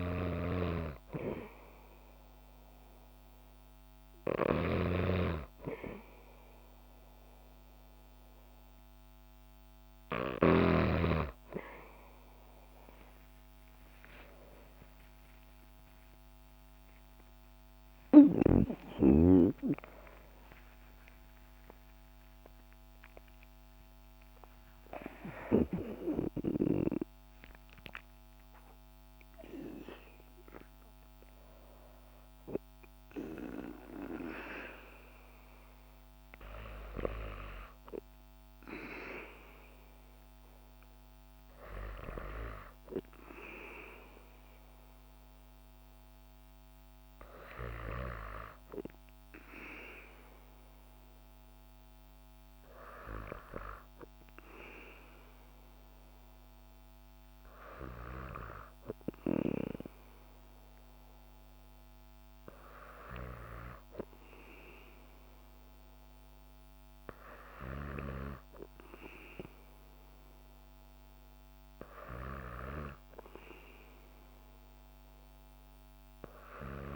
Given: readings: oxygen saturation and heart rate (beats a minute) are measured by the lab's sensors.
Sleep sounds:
breathing in sleep by a microphone on the trachea; none
0.00-10.50 s: snoring (device-marked)
15.00-22.00 s: arousal
From the record:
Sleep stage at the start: N2 (light sleep); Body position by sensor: on the back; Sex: female

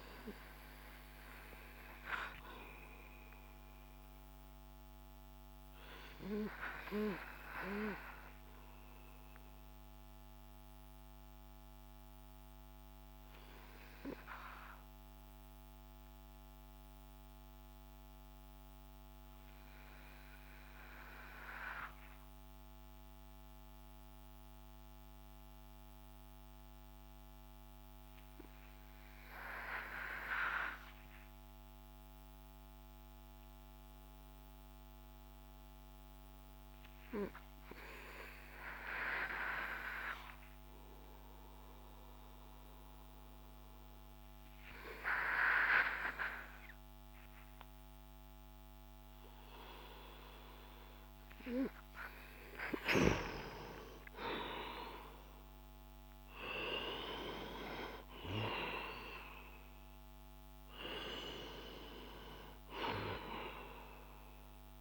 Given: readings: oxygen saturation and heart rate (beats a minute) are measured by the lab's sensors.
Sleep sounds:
breathing in sleep by a microphone on the trachea; 1
0.00-23.50 s: oxygen desaturation (device-marked, oxygen 89% lowest)
1.50-50.00 s: obstructive apnea (oxygen 97% before, 89% lowest)
48.50-64.81 s: oxygen desaturation (device-marked, oxygen 97% before, 93% lowest)
52.50-56.00 s: arousal
From the record:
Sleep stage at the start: N2 (light sleep); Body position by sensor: on the back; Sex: male

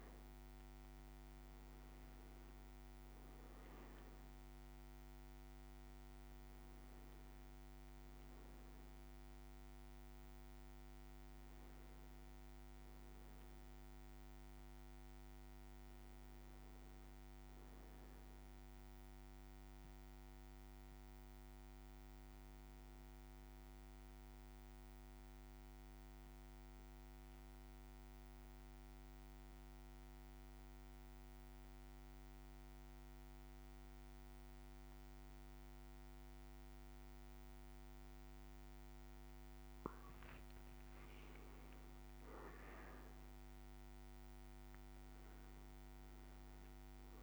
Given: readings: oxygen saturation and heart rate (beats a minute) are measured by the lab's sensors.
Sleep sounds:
breathing in sleep, hard to hear, by a microphone on the trachea; 1
0.00-19.50 s: oxygen desaturation (device-marked, oxygen 93% lowest, heart rate 55 extreme)
24.00-39.00 s: central apnea (oxygen 100% before, 96% lowest, heart rate 56 before, 55 extreme, up 3 after)
40.00-45.00 s: arousal
From the record:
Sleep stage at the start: N2 (light sleep); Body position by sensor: on the back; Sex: male

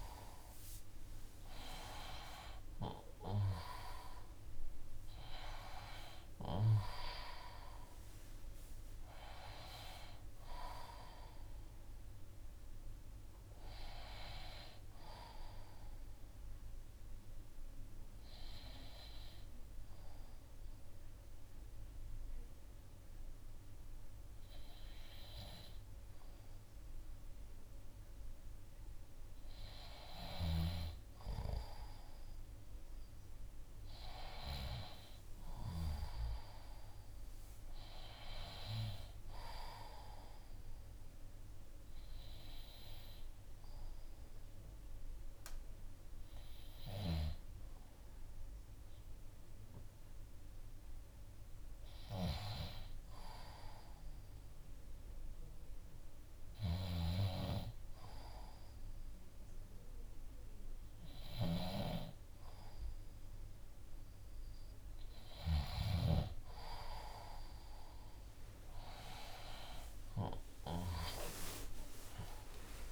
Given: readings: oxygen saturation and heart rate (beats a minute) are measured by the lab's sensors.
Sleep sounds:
breathing in sleep by a room microphone; 2
0.00-4.00 s: oxygen desaturation (device-marked, oxygen 91% lowest, heart rate 58 extreme)
0.00-16.00 s: drop in pulse transit time (device-marked, heart rate 64 extreme)
16.00-30.00 s: hypopnea (oxygen 96% before, 93% lowest, heart rate 68 before, 58 extreme, up 7 after)
34.50-37.50 s: arousal
40.00-57.00 s: oxygen desaturation (device-marked, oxygen 97% before, 93% lowest, heart rate 62 before, 59 extreme)
40.50-52.00 s: hypopnea (oxygen 97% before, 93% lowest, heart rate 62 before, 59 extreme, up 6 after)
54.50-57.50 s: arousal
61.00-66.00 s: snoring (device-marked)
From the record:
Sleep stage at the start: N2 (light sleep); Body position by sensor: on the left side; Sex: male

